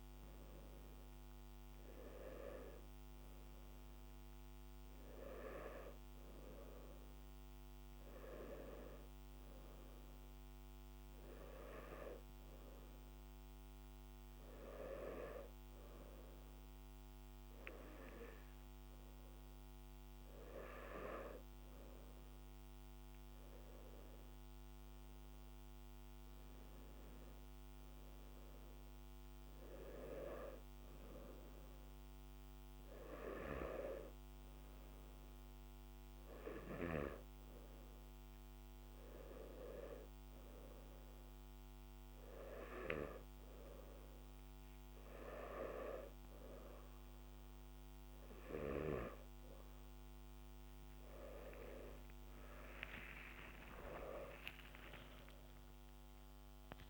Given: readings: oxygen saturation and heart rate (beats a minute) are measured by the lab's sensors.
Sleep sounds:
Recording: breathing in sleep by a microphone on the trachea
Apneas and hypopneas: 2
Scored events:
12.50-25.00 s: hypopnea (oxygen 97% before, 93% lowest, heart rate 64 before, 62 extreme, up 4 after)
27.50-31.00 s: arousal
37.00-47.00 s: hypopnea (oxygen 96% before, 93% lowest, heart rate 64 before, 67 extreme, up 8 after)
51.00-55.50 s: arousal
From the record:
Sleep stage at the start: N2 (light sleep)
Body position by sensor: on the back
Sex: male

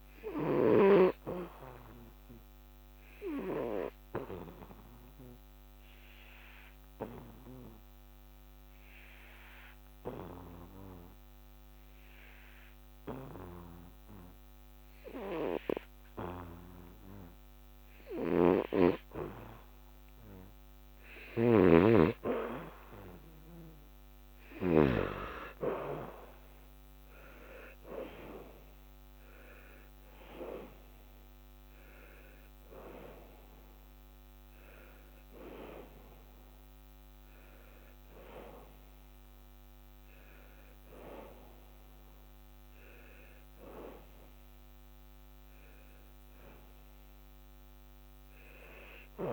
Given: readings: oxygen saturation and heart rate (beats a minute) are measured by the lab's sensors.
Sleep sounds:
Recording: breathing in sleep by a microphone on the trachea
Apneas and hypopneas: 1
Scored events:
0.00-15.50 s: oxygen desaturation (device-marked, oxygen 91% lowest, heart rate 72 extreme)
5.50-19.00 s: obstructive apnea (oxygen 98% before, 89% lowest, heart rate 76 before, 72 extreme, up 3 after)
20.50-23.50 s: arousal
24.50-49.33 s: oxygen desaturation (device-marked, oxygen 96% before, 89% lowest, heart rate 76 before, 67 extreme)
From the record:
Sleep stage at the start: N2 (light sleep)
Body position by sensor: on the back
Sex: male

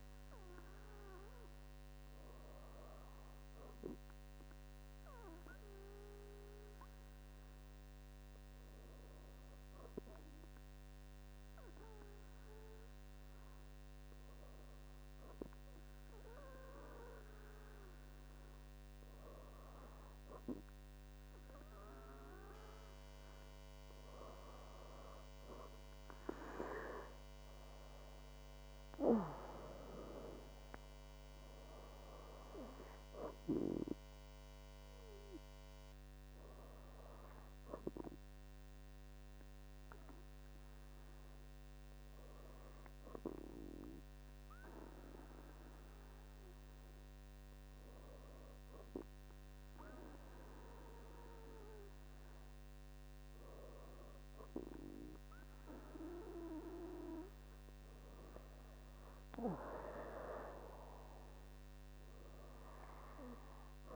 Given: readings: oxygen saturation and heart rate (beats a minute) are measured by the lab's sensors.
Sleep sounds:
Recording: breathing in sleep by a microphone on the trachea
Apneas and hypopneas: 2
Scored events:
1.50-19.50 s: hypopnea (oxygen 98% before, 97% lowest, heart rate 68 before, 62 extreme, up 3 after)
22.00-26.00 s: arousal
40.00-55.00 s: hypopnea (oxygen 98% before, 96% lowest, heart rate 69 before, 63 extreme, up 10 after)
59.00-63.00 s: arousal
From the record:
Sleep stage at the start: N2 (light sleep)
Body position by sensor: on the back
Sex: female

